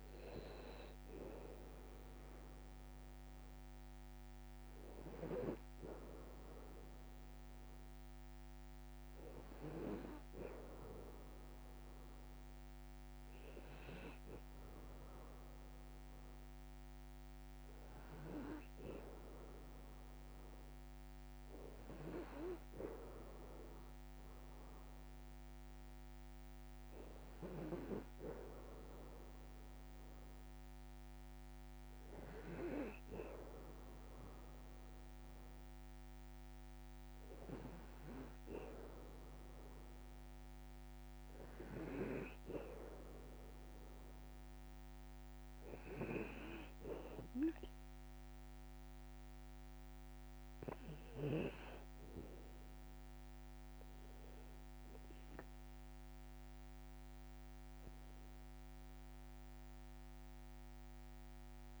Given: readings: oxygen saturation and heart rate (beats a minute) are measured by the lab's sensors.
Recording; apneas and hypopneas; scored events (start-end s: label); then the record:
breathing in sleep by a microphone on the trachea; none
none scored
From the record:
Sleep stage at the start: N2 (light sleep); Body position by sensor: on the back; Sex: male